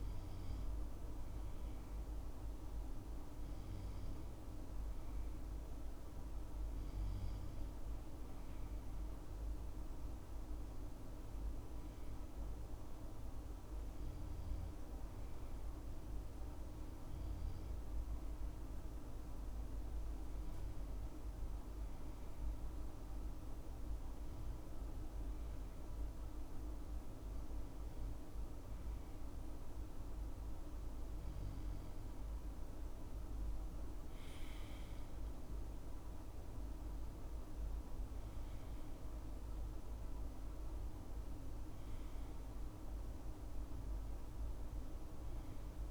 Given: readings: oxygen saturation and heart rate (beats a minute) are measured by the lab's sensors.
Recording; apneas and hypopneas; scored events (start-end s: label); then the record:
breathing in sleep, hard to hear, by a room microphone; none
33.00-37.00 s: arousal
From the record:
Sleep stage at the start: N2 (light sleep); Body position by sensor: on the left side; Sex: male